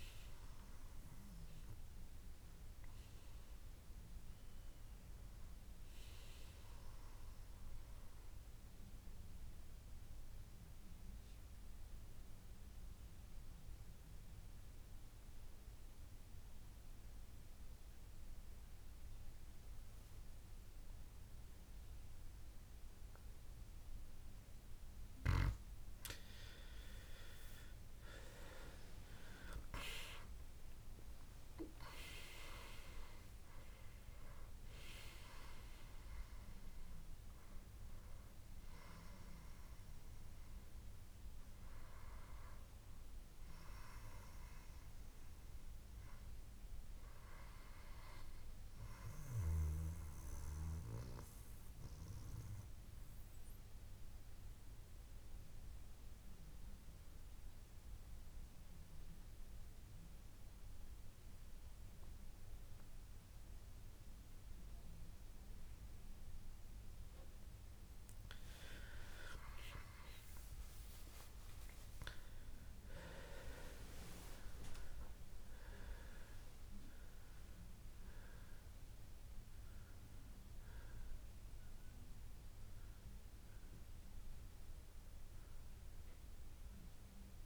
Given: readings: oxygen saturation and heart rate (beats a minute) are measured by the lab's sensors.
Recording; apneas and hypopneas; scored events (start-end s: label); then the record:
breathing in sleep by a room microphone; 2
8.50-26.00 s: mixed apnea (oxygen 97% before, 90% lowest, heart rate 76 before, 70 extreme, up 11 after)
25.00-45.00 s: oxygen desaturation (device-marked, oxygen 96% before, 90% lowest, heart rate 74 before, 64 extreme)
28.50-32.00 s: arousal
50.00-68.00 s: mixed apnea (oxygen 98% before, 89% lowest, heart rate 77 before, 64 extreme, up 17 after)
69.00-87.46 s: oxygen desaturation (device-marked, oxygen 97% before, 90% lowest, heart rate 67 before, 65 extreme)
69.50-72.50 s: arousal
71.00-73.00 s: long interval between heartbeats (device-marked, heart rate 67 before, 74 extreme)
From the record:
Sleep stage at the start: N2 (light sleep); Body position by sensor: on the back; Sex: male